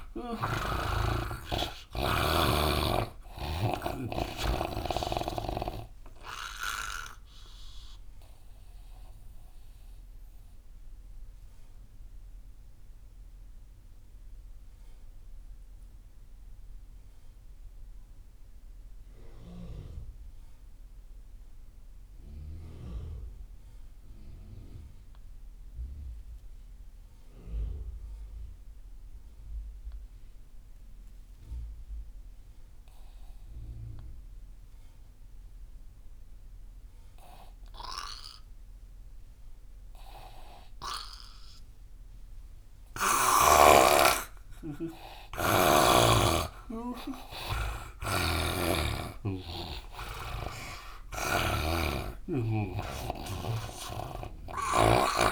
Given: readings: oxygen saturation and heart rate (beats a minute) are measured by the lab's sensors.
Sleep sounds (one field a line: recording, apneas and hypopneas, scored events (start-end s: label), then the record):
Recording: breathing in sleep by a room microphone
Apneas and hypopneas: 1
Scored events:
0.00-18.50 s: oxygen desaturation (device-marked, oxygen 80% lowest)
7.00-44.00 s: obstructive apnea (oxygen 99% before, 80% lowest)
32.50-55.32 s: oxygen desaturation (device-marked, oxygen 99% before, 80% lowest)
48.00-51.50 s: arousal
48.50-55.32 s: snoring (device-marked)
From the record:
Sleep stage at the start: N2 (light sleep)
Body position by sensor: on the right side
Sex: male